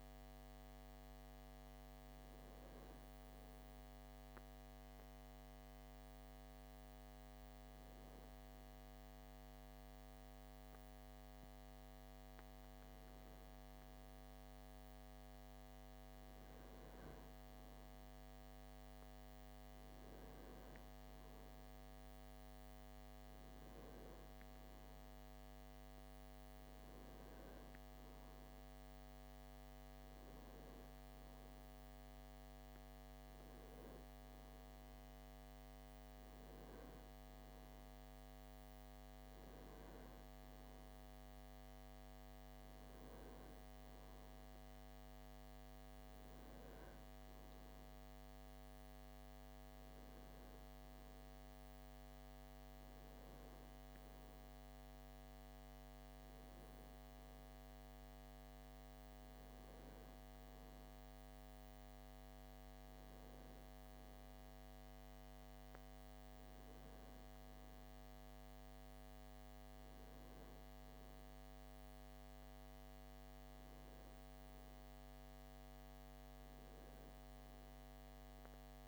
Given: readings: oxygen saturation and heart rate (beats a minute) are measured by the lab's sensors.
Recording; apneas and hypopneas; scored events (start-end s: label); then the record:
breathing in sleep, hard to hear, by a microphone on the trachea; 1
1.00-14.50 s: hypopnea (oxygen 96% before, 94% lowest)
16.00-21.50 s: arousal
From the record:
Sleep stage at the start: REM sleep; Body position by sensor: on the back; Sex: male